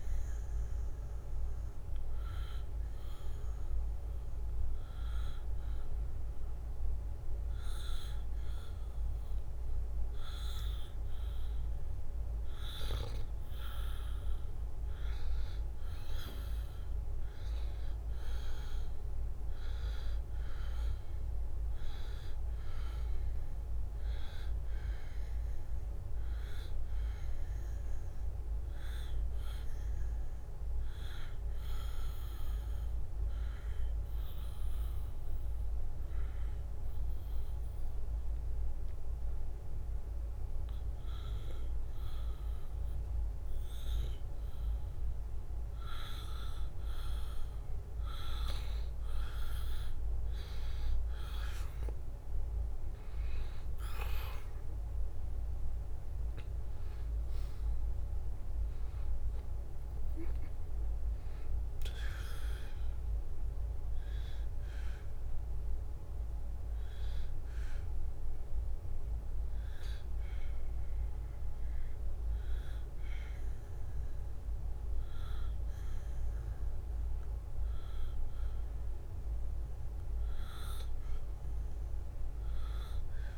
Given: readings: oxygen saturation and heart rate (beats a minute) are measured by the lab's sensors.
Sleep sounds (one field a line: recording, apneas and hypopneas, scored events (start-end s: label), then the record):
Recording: breathing in sleep by a room microphone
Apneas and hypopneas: 2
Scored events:
0.00-1.50 s: arousal
5.00-16.00 s: hypopnea (oxygen 94% before, 89% lowest, heart rate 81 before, 71 extreme, up 4 after)
15.00-36.00 s: oxygen desaturation (device-marked, oxygen 94% before, 90% lowest, heart rate 76 before, 71 extreme)
18.50-21.50 s: arousal
30.50-45.50 s: hypopnea (oxygen 94% before, 89% lowest, heart rate 74 before, 71 extreme, up 2 after)
48.00-51.00 s: arousal
52.00-68.00 s: oxygen desaturation (device-marked, oxygen 94% before, 89% lowest, heart rate 73 before, 73 extreme)
55.00-59.50 s: arousal
From the record:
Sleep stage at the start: N2 (light sleep)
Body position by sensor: on the back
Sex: male